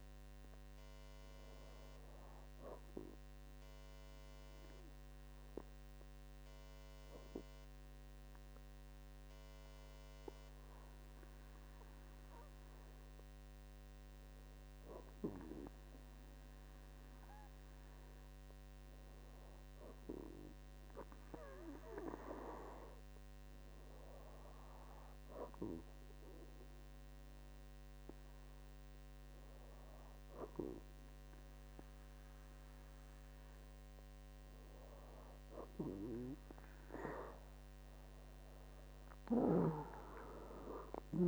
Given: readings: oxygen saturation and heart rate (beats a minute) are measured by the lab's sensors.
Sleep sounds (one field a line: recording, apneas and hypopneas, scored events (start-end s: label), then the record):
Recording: breathing in sleep by a microphone on the trachea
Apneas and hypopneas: 1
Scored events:
4.00-23.50 s: hypopnea (oxygen 98% before, 96% lowest, heart rate 71 before, 61 extreme, up 4 after)
25.50-30.00 s: arousal
From the record:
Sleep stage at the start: N2 (light sleep)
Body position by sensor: on the back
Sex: female